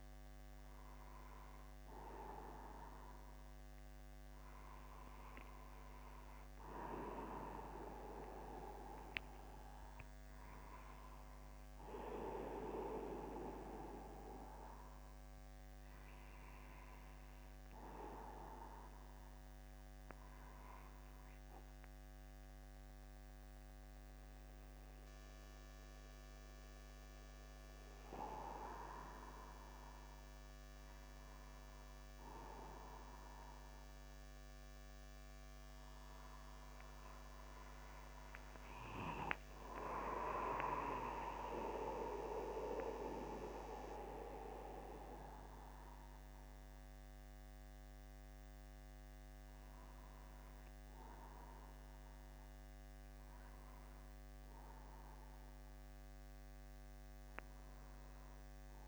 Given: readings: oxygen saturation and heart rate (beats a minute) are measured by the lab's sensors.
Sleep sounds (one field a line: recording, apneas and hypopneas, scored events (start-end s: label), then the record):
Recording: a person awake in a sleep study, by a microphone on the trachea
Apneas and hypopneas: none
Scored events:
5.00-7.00 s: long interval between heartbeats (device-marked, heart rate 51 before, 76 extreme)
39.50-41.50 s: long interval between heartbeats (device-marked, heart rate 51 before, 51 extreme)
From the record:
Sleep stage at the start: awake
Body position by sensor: upright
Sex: male